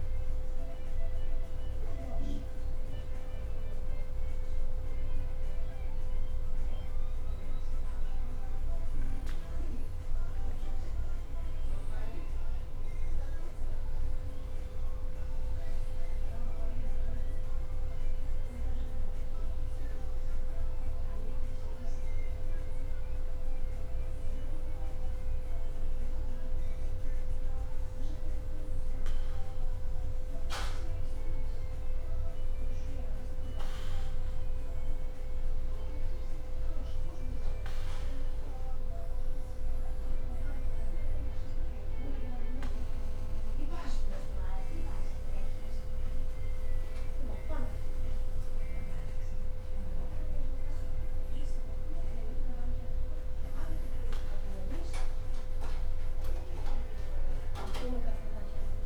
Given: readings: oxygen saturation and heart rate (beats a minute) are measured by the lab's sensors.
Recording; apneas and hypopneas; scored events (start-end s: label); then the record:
breathing in sleep, hard to hear, by a room microphone; 1
3.50-13.50 s: leg movement (device-marked)
12.50-16.50 s: arousal
21.50-31.50 s: obstructive apnea (oxygen 96% before, 94% lowest, heart rate 63 before, 61 extreme, up 3 after)
34.00-38.00 s: arousal
From the record:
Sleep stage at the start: N2 (light sleep); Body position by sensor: on the back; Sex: male